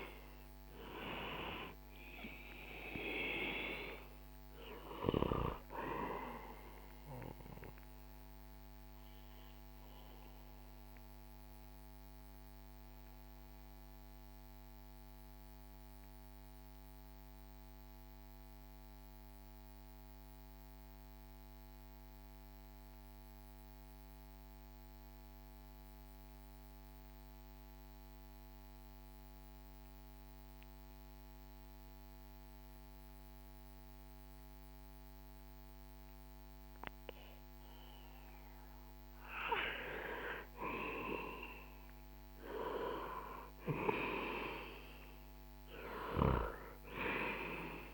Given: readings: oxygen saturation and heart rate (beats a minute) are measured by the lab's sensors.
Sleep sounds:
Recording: breathing in sleep by a microphone on the trachea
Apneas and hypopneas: 1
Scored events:
0.00-24.00 s: oxygen desaturation (device-marked, oxygen 88% lowest, heart rate 61 extreme)
7.00-35.00 s: mixed apnea (oxygen 99% before, 88% lowest, heart rate 66 before, 60 extreme, up 7 after)
39.00-44.00 s: arousal
From the record:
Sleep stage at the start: REM sleep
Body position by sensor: on the back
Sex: male

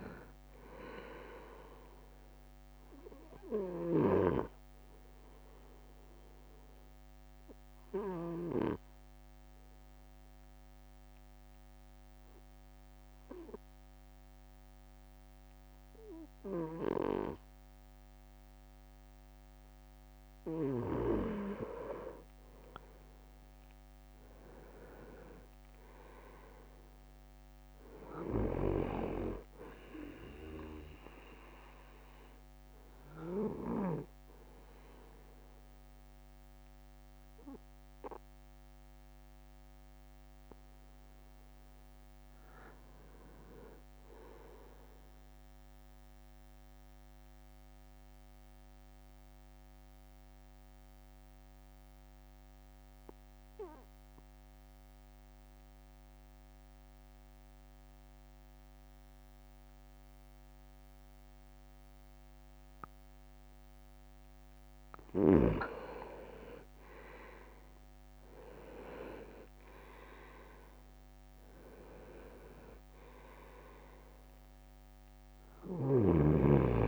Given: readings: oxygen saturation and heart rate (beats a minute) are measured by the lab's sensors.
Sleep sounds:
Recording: breathing in sleep by a microphone on the trachea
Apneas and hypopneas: 2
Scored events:
3.00-20.00 s: obstructive apnea (oxygen 98% before, 96% lowest, heart rate 56 before, 53 extreme, up 6 after)
22.00-33.00 s: drop in pulse transit time (device-marked, heart rate 54 before, 56 extreme)
22.50-26.50 s: arousal
24.50-25.50 s: leg movement (device-marked)
46.50-63.00 s: obstructive apnea (oxygen 98% before, 94% lowest, heart rate 56 before, 51 extreme, up 4 after)
67.00-72.00 s: arousal
68.00-69.00 s: leg movement (device-marked)
68.00-76.88 s: drop in pulse transit time (device-marked, heart rate 54 before, 53 extreme)
From the record:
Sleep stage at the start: N2 (light sleep)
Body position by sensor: on the right side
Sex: male

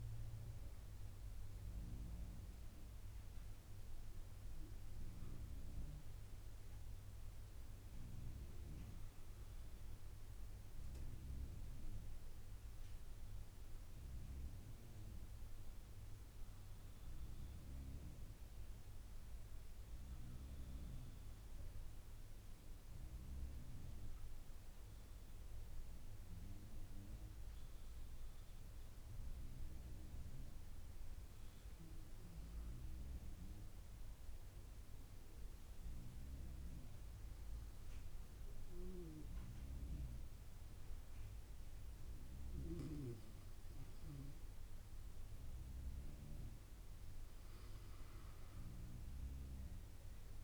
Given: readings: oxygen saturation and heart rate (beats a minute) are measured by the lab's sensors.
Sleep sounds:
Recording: breathing in sleep, hard to hear, by a room microphone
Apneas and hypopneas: none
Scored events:
none scored
From the record:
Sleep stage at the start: N2 (light sleep)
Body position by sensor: on the back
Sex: male

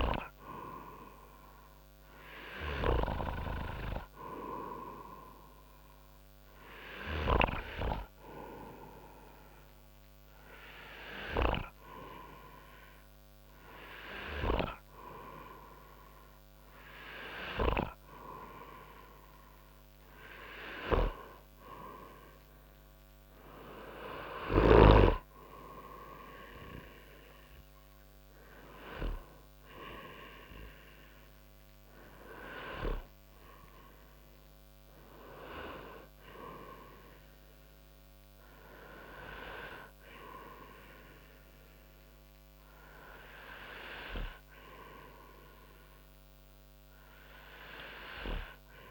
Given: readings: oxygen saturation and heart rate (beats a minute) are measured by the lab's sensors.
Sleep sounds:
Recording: breathing in sleep by a microphone on the trachea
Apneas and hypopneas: none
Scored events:
none scored
From the record:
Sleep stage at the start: N2 (light sleep)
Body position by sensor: on the front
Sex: male

